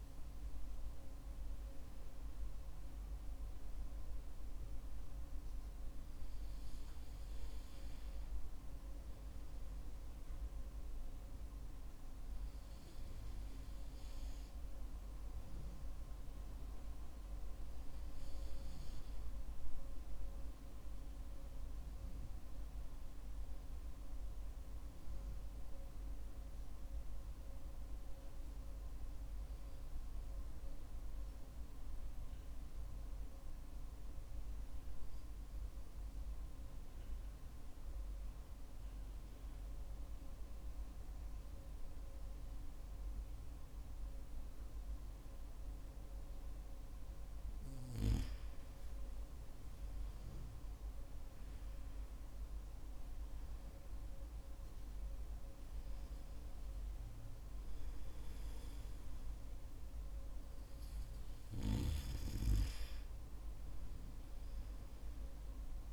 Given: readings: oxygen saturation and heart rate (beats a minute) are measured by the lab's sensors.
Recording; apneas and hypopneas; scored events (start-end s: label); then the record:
breathing in sleep, hard to hear, by a room microphone; 1
0.00-2.50 s: arousal
26.50-47.50 s: hypopnea (oxygen 97% before, 93% lowest, heart rate 54 before, 50 extreme, up 8 after)
49.50-55.00 s: arousal
From the record:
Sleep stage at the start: N2 (light sleep); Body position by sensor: on the back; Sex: male